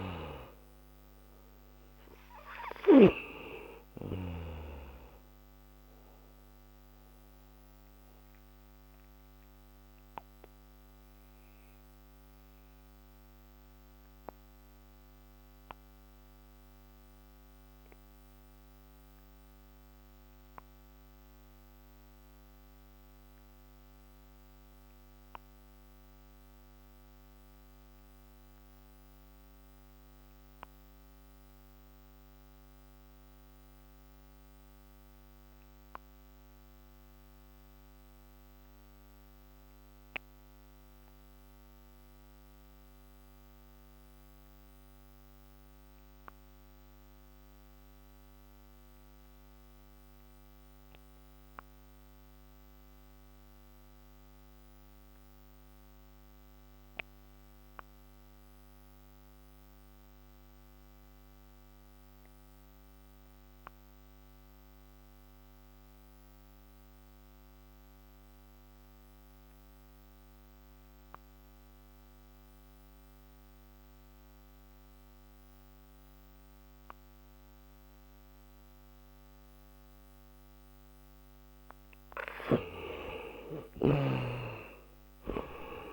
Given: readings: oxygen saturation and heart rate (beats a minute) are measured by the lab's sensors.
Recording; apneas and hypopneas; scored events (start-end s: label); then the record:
breathing in sleep by a microphone on the trachea; 1
0.00-30.50 s: oxygen desaturation (device-marked, oxygen 65% lowest)
5.00-80.50 s: obstructive apnea (oxygen 94% before, 62% lowest)
43.50-85.93 s: oxygen desaturation (device-marked, oxygen 99% before, 62% lowest)
83.00-85.93 s: arousal
From the record:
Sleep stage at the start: REM sleep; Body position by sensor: on the back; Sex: male